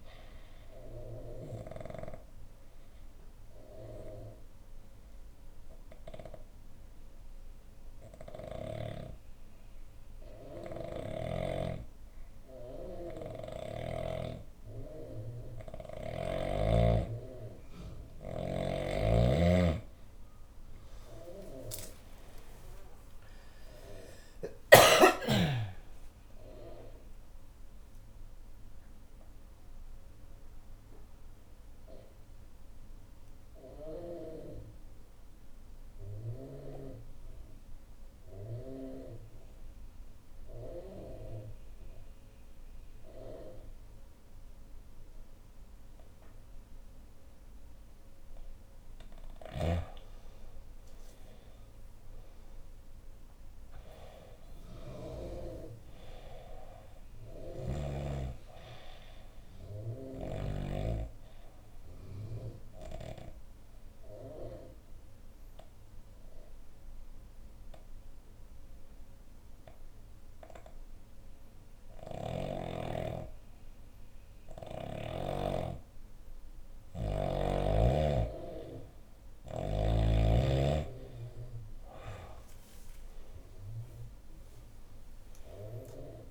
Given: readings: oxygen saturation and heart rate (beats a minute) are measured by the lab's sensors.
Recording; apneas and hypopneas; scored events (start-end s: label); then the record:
breathing in sleep by a room microphone; 3
0.00-5.50 s: oxygen desaturation (device-marked, oxygen 93% lowest, heart rate 60 extreme)
1.00-17.00 s: obstructive apnea (oxygen 98% before, 90% lowest, heart rate 61 before, 59 extreme, up 13 after)
18.00-24.50 s: snoring (device-marked)
21.00-25.50 s: arousal
27.50-47.00 s: obstructive apnea (oxygen 96% before, 90% lowest, heart rate 64 before, 57 extreme, up 14 after)
30.50-41.50 s: oxygen desaturation (device-marked, oxygen 94% before, 90% lowest, heart rate 67 before, 58 extreme)
35.50-38.50 s: bradycardia (device-marked, heart rate 67 before, 60 extreme)
50.00-54.50 s: arousal
53.50-69.50 s: oxygen desaturation (device-marked, oxygen 99% before, 91% lowest, heart rate 64 before, 57 extreme)
57.00-60.50 s: snoring (device-marked)
58.00-78.00 s: obstructive apnea (oxygen 99% before, 90% lowest, heart rate 65 before, 57 extreme, up 15 after)
60.50-69.50 s: bradycardia (device-marked, heart rate 67 before, 57 extreme)
78.50-86.31 s: oxygen desaturation (device-marked, oxygen 98% before, 91% lowest, heart rate 62 before, 59 extreme)
84.50-86.31 s: arousal
From the record:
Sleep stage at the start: N2 (light sleep); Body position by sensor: on the back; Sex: female